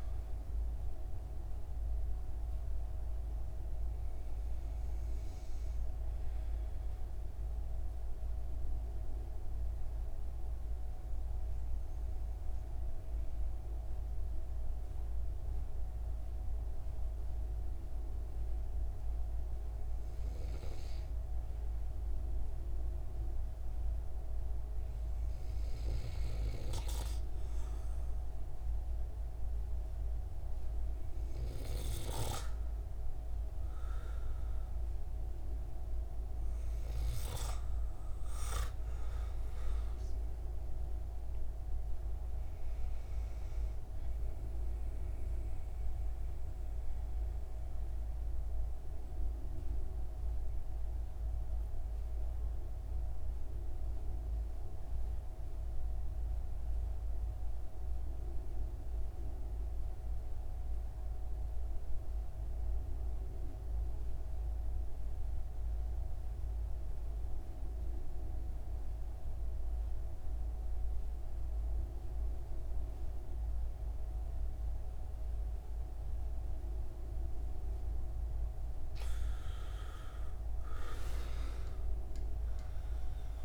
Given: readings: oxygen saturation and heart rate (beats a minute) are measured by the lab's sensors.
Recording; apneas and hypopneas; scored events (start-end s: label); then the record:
breathing in sleep, hard to hear, by a room microphone; 2
0.00-3.00 s: oxygen desaturation (device-marked, oxygen 93% lowest)
6.50-23.50 s: hypopnea (oxygen 97% before, 93% lowest)
26.50-32.00 s: arousal
45.00-76.50 s: mixed apnea (oxygen 97% before, 90% lowest)
75.00-83.45 s: oxygen desaturation (device-marked, oxygen 97% before, 90% lowest)
80.00-83.45 s: arousal
From the record:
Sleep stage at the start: N2 (light sleep); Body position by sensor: on the right side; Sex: male